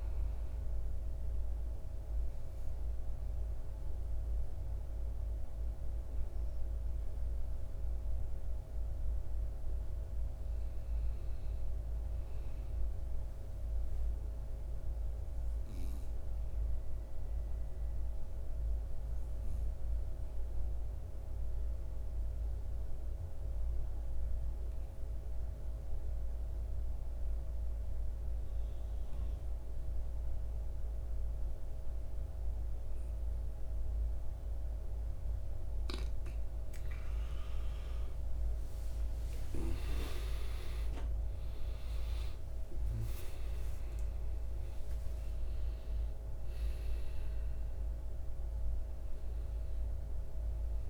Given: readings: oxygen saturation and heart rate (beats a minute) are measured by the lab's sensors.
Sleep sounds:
a person partly awake in a sleep study, hard to hear, by a room microphone; 1
0.00-13.00 s: oxygen desaturation (device-marked, oxygen 91% lowest, heart rate 50 extreme)
15.00-36.00 s: obstructive apnea (oxygen 97% before, 83% lowest, heart rate 55 before, 53 extreme, up 16 after)
28.00-50.90 s: oxygen desaturation (device-marked, oxygen 97% before, 83% lowest, heart rate 52 before, 55 extreme)
36.00-50.90 s: new sleep stage, awake
From the record:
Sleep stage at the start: N2 (light sleep); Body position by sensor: on the back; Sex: male

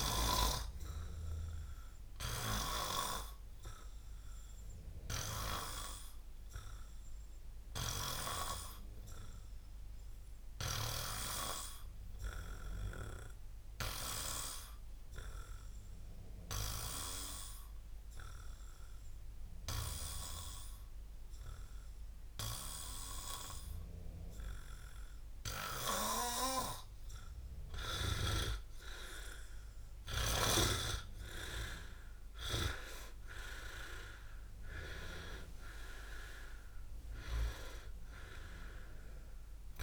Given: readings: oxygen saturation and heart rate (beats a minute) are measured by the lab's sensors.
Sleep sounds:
breathing in sleep by a room microphone; 1
0.00-22.00 s: oxygen desaturation (device-marked, oxygen 93% lowest, heart rate 60 extreme)
3.00-27.00 s: obstructive apnea (oxygen 99% before, 93% lowest, heart rate 54 before, 65 extreme, up 20 after)
30.00-34.50 s: arousal
37.00-39.83 s: oxygen desaturation (device-marked, oxygen 98% before, 93% lowest, heart rate 75 before, 59 extreme)
From the record:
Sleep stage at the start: N2 (light sleep); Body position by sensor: on the back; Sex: male

